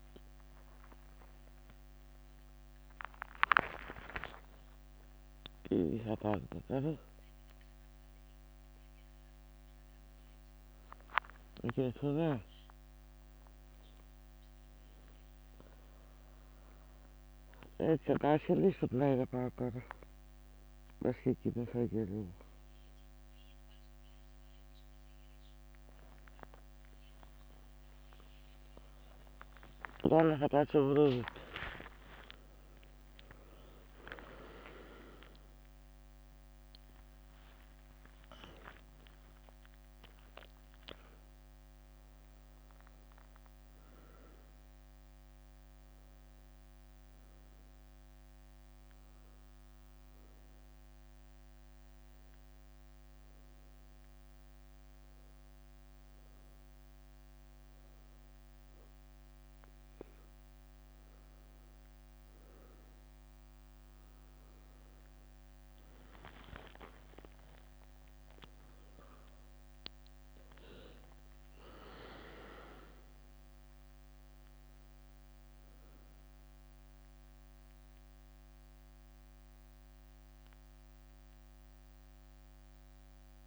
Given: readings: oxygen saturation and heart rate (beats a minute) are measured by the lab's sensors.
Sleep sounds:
a person awake in a sleep study, by a microphone on the trachea; none
0.00-2.00 s: long interval between heartbeats (device-marked, heart rate 98 before, 113 extreme)
0.00-5.50 s: tachycardia (device-marked, heart rate 150 extreme)
4.00-6.00 s: long interval between heartbeats (device-marked, heart rate 106 before, 147 extreme)
10.50-14.50 s: leg movement (device-marked)
16.00-18.50 s: leg movement (device-marked)
26.00-28.00 s: leg movement (device-marked)
27.50-33.50 s: tachycardia (device-marked, heart rate 80 before, 116 extreme)
28.50-30.50 s: long interval between heartbeats (device-marked, heart rate 81 before, 84 extreme)
28.50-35.50 s: leg movement (device-marked)
31.50-33.50 s: long interval between heartbeats (device-marked, heart rate 82 before, 115 extreme)
36.00-39.50 s: leg movement (device-marked)
57.00-62.00 s: leg movement (device-marked)
65.50-67.00 s: leg movement (device-marked)
68.50-83.47 s: oxygen desaturation (device-marked, oxygen 98% before, 94% lowest, heart rate 72 before, 62 extreme)
69.00-71.00 s: leg movement (device-marked)
72.50-75.50 s: leg movement (device-marked)
From the record:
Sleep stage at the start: awake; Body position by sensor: on the back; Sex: female

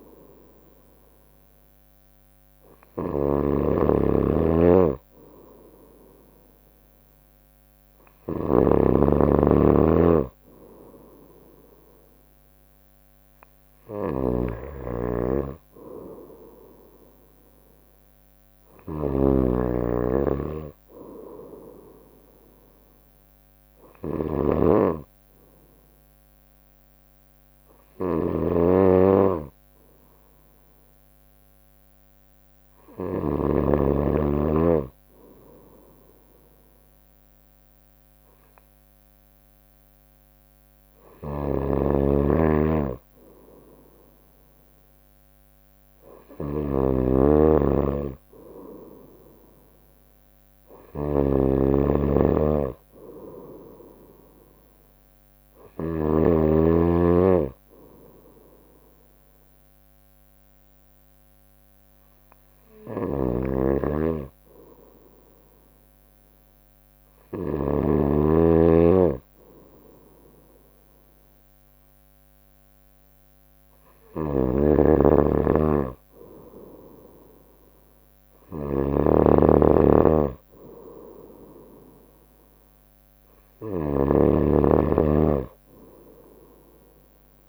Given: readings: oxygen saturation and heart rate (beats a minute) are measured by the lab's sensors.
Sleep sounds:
breathing in sleep by a microphone on the trachea; none
0.00-33.50 s: snoring (device-marked)
33.50-41.50 s: bradycardia (device-marked, heart rate 63 before, 58 extreme)
41.00-56.00 s: snoring (device-marked)
51.50-53.50 s: bradycardia (device-marked, heart rate 62 before, 61 extreme)
63.00-67.50 s: snoring (device-marked)
74.00-87.48 s: snoring (device-marked)
From the record:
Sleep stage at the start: N3 (deep sleep); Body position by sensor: on the right side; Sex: female

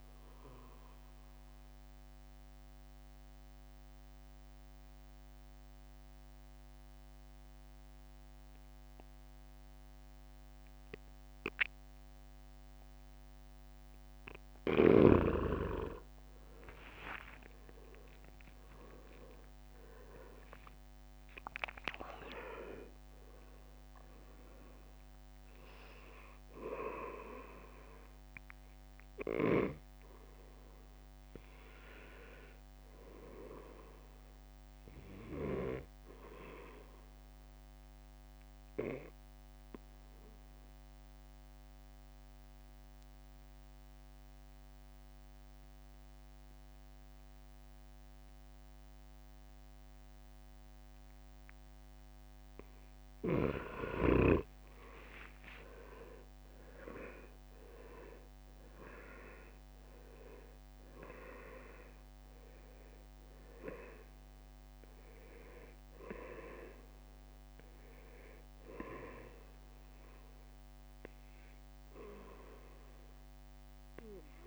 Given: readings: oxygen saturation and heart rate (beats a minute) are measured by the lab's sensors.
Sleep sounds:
breathing in sleep by a microphone on the trachea; 2
0.00-3.50 s: oxygen desaturation (device-marked, oxygen 90% lowest, heart rate 62 extreme)
0.50-13.00 s: obstructive apnea (oxygen 97% before, 92% lowest, heart rate 72 before, 63 extreme, up 10 after)
15.50-20.50 s: arousal
16.50-18.00 s: leg movement (device-marked)
16.50-29.50 s: drop in pulse transit time (device-marked, heart rate 66 before, 69 extreme)
22.50-41.50 s: oxygen desaturation (device-marked, oxygen 98% before, 92% lowest, heart rate 67 before, 63 extreme)
39.00-52.00 s: obstructive apnea (oxygen 98% before, 90% lowest, heart rate 70 before, 63 extreme, up 11 after)
54.00-58.50 s: arousal
56.00-59.50 s: leg movement (device-marked)
56.50-68.50 s: drop in pulse transit time (device-marked, heart rate 65 before, 67 extreme)
56.50-74.47 s: oxygen desaturation (device-marked, oxygen 98% before, 90% lowest, heart rate 65 before, 65 extreme)
From the record:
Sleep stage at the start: N2 (light sleep); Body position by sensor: on the back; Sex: male

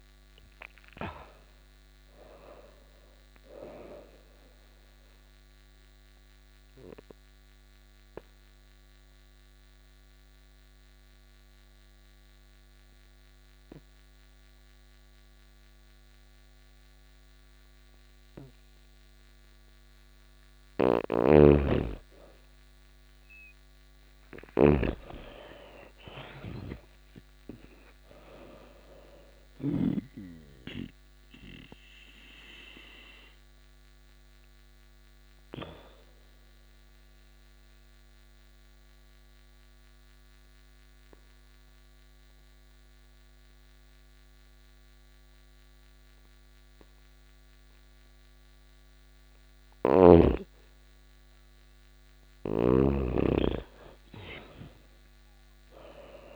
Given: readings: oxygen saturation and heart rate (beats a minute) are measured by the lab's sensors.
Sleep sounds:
breathing in sleep by a microphone on the trachea; 2
0.00-16.00 s: oxygen desaturation (device-marked, oxygen 84% lowest, heart rate 86 extreme)
5.00-19.50 s: obstructive apnea (oxygen 98% before, 84% lowest, heart rate 87 before, 86 extreme, up 5 after)
20.00-29.00 s: snoring (device-marked)
21.50-25.50 s: arousal
28.00-45.00 s: oxygen desaturation (device-marked, oxygen 99% before, 88% lowest, heart rate 88 before, 85 extreme)
36.00-48.50 s: obstructive apnea (oxygen 99% before, 88% lowest, heart rate 89 before, 85 extreme, up 2 after)
50.50-54.00 s: arousal
51.50-56.35 s: snoring (device-marked)
From the record:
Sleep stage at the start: N2 (light sleep); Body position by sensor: on the back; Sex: female

